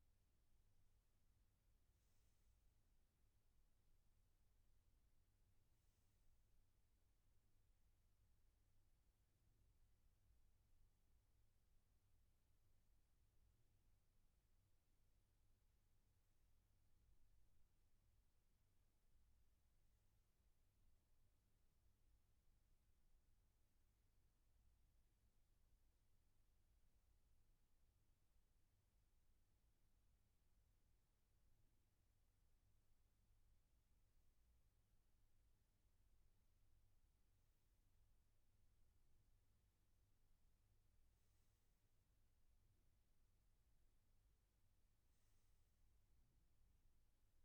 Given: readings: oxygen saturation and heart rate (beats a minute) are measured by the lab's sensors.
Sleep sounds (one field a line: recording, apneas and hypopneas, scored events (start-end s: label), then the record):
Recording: breathing in sleep, hard to hear, by a room microphone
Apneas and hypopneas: none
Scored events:
0.00-9.50 s: oxygen desaturation (device-marked, oxygen 93% lowest, heart rate 63 extreme)
From the record:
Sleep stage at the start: N3 (deep sleep)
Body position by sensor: on the back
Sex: male